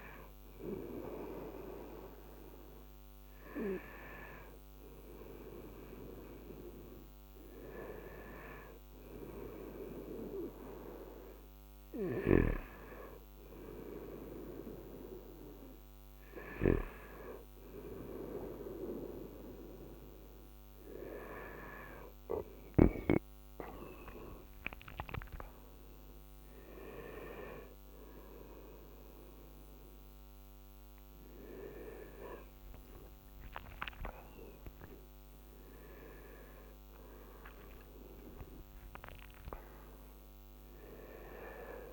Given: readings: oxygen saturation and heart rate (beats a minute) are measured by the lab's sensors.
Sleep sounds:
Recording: breathing in sleep by a microphone on the trachea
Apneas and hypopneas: none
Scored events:
7.50-41.93 s: new sleep stage, N2 (light sleep)
From the record:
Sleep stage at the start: N1 (lightest sleep)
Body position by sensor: on the right side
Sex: male

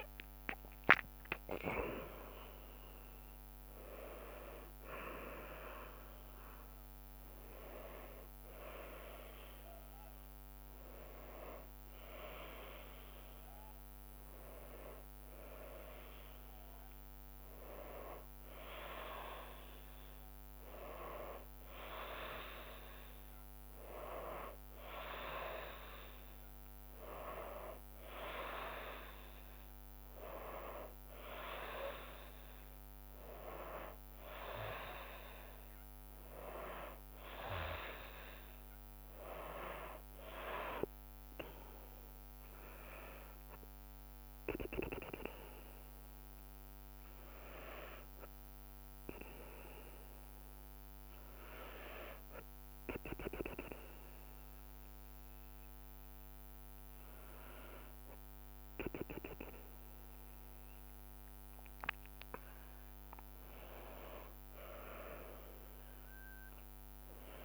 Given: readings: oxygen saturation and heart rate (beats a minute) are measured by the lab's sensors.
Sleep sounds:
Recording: breathing in sleep by a microphone on the trachea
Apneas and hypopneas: none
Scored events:
59.50-67.45 s: tachycardia (device-marked, heart rate 82 before, 129 extreme)
From the record:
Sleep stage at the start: N2 (light sleep)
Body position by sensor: on the back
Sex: female

